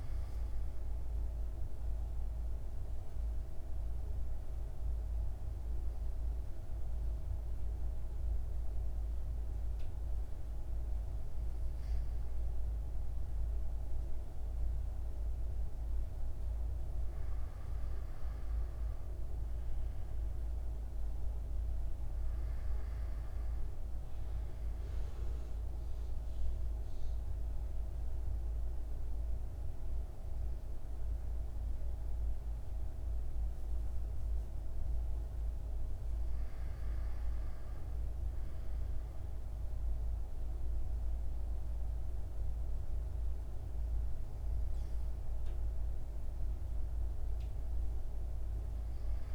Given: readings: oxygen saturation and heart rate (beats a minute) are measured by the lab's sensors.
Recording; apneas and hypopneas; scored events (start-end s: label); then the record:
breathing in sleep, hard to hear, by a room microphone; 1
0.00-8.00 s: oxygen desaturation (device-marked, oxygen 89% lowest, heart rate 55 extreme)
1.50-16.50 s: mixed apnea (oxygen 97% before, 89% lowest, heart rate 60 before, 55 extreme, up 9 after)
18.50-22.00 s: arousal
23.00-34.00 s: oxygen desaturation (device-marked, oxygen 97% before, 93% lowest, heart rate 58 before, 55 extreme)
46.50-49.35 s: arousal
From the record:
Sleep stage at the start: N2 (light sleep); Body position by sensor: on the right side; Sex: male